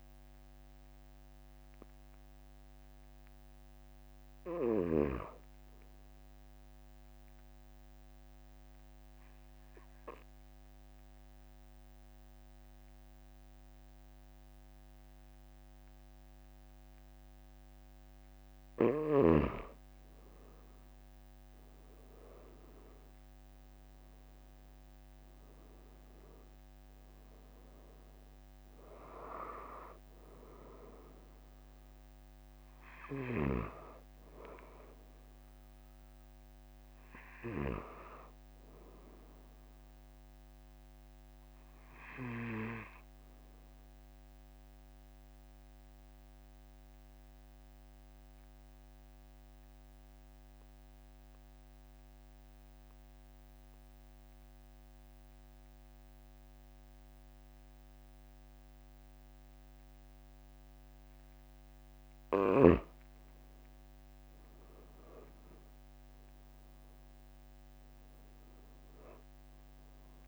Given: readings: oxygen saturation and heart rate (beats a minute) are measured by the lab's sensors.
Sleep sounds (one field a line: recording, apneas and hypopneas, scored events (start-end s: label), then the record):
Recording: breathing in sleep by a microphone on the trachea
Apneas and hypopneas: 2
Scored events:
0.00-10.50 s: oxygen desaturation (device-marked, oxygen 91% lowest, heart rate 42 extreme)
6.50-20.00 s: obstructive apnea (oxygen 95% before, 92% lowest, heart rate 43 before, 43 extreme, up 3 after)
22.00-26.00 s: arousal
30.50-53.50 s: oxygen desaturation (device-marked, oxygen 96% before, 92% lowest, heart rate 45 before, 41 extreme)
33.00-38.00 s: snoring (device-marked)
44.50-61.50 s: obstructive apnea (oxygen 96% before, 92% lowest, heart rate 44 before, 41 extreme, up 4 after)
64.00-68.50 s: arousal
From the record:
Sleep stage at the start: N2 (light sleep)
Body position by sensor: on the back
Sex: male